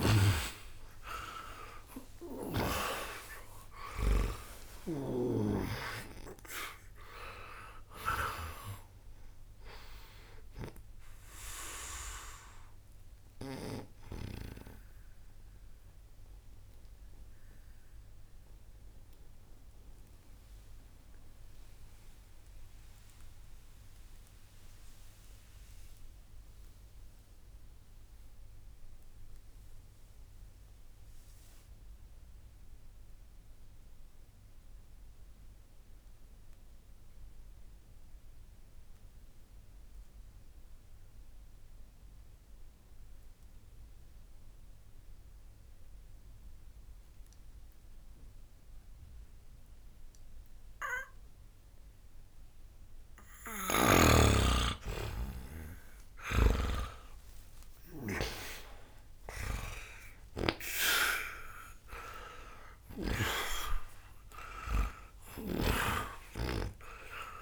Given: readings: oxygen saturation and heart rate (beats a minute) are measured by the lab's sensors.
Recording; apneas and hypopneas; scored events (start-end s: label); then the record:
breathing in sleep by a room microphone; 1
0.00-35.50 s: oxygen desaturation (device-marked, oxygen 79% lowest, heart rate 60 extreme)
14.50-52.50 s: obstructive apnea (oxygen 97% before, 79% lowest, heart rate 92 before, 60 extreme)
50.50-67.42 s: oxygen desaturation (device-marked, oxygen 99% before, 79% lowest, heart rate 60 before, 59 extreme)
56.00-60.00 s: arousal
From the record:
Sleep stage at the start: N2 (light sleep); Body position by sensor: on the back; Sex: male